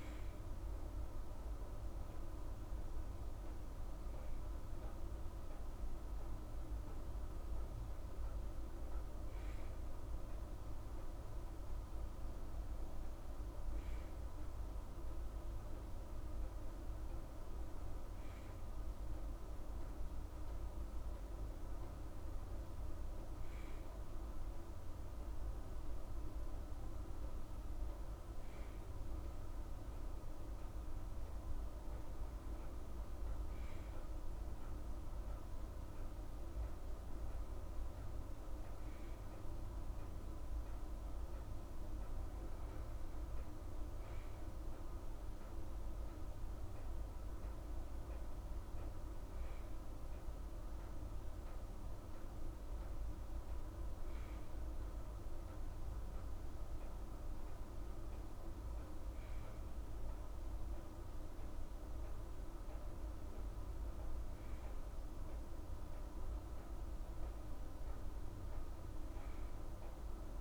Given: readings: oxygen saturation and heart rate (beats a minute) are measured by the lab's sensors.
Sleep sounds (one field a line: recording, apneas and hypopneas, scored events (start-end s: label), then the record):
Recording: breathing in sleep, hard to hear, by a room microphone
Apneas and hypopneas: none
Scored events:
none scored
From the record:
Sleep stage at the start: N2 (light sleep)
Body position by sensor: on the right side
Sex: female